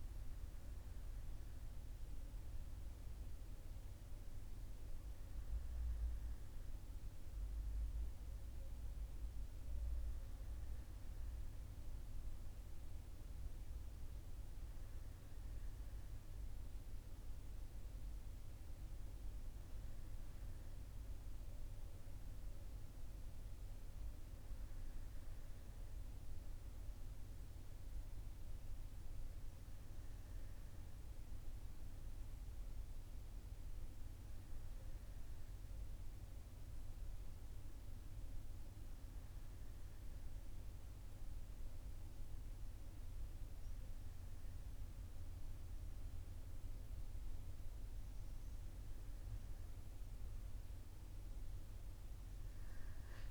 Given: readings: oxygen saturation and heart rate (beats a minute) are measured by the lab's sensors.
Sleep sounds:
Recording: breathing in sleep, hard to hear, by a room microphone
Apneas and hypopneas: none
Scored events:
none scored
From the record:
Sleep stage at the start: N1 (lightest sleep)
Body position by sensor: on the right side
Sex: male

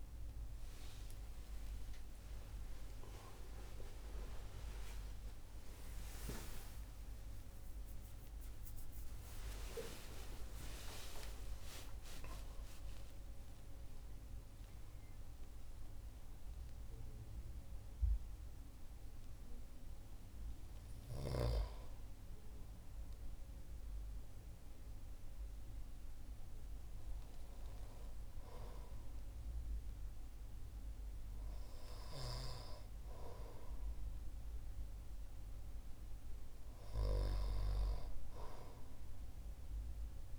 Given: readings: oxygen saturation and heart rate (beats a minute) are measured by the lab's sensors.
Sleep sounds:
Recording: breathing in sleep by a room microphone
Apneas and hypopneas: none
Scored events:
6.00-13.00 s: arousal
From the record:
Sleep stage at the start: N1 (lightest sleep)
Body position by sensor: on the right side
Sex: male

